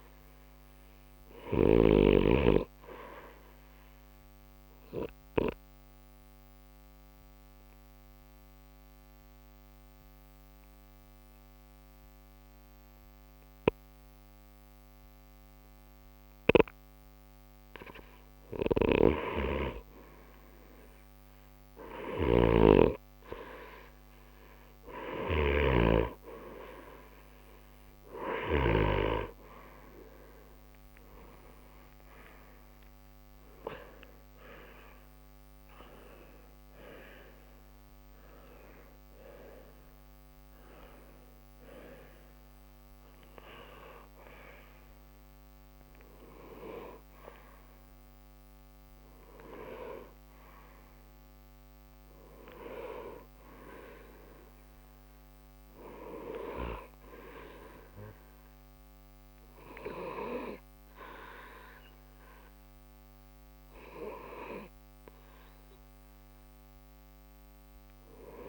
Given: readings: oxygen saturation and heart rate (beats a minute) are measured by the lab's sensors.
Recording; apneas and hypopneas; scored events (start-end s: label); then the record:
breathing in sleep by a microphone on the trachea; 1
0.00-1.50 s: snoring (device-marked)
0.00-22.50 s: oxygen desaturation (device-marked, oxygen 89% lowest, heart rate 60 extreme)
3.50-18.50 s: obstructive apnea (oxygen 94% before, 89% lowest, heart rate 60 before, 60 extreme, up 1 after)
11.50-41.50 s: new sleep stage, N1 (lightest sleep)
21.50-28.50 s: snoring (device-marked)
30.00-34.50 s: arousal
41.50-68.49 s: new sleep stage, N2 (light sleep)
From the record:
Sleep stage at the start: REM sleep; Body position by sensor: on the right side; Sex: male